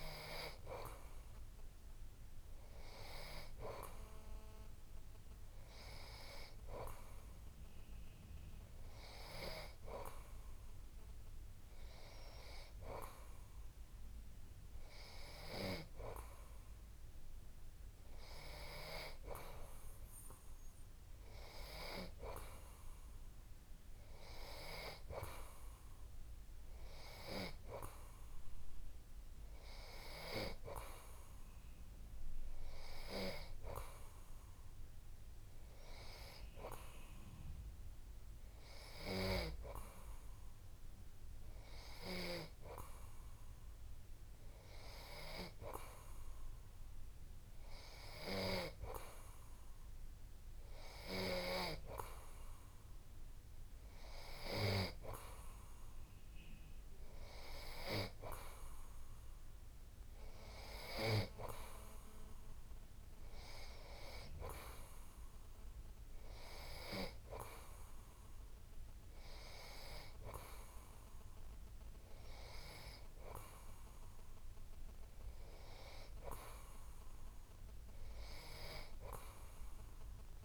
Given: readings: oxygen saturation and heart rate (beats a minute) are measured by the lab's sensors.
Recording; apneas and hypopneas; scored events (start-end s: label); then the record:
breathing in sleep by a room microphone; none
none scored
From the record:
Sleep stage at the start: N2 (light sleep); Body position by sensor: on the back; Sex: male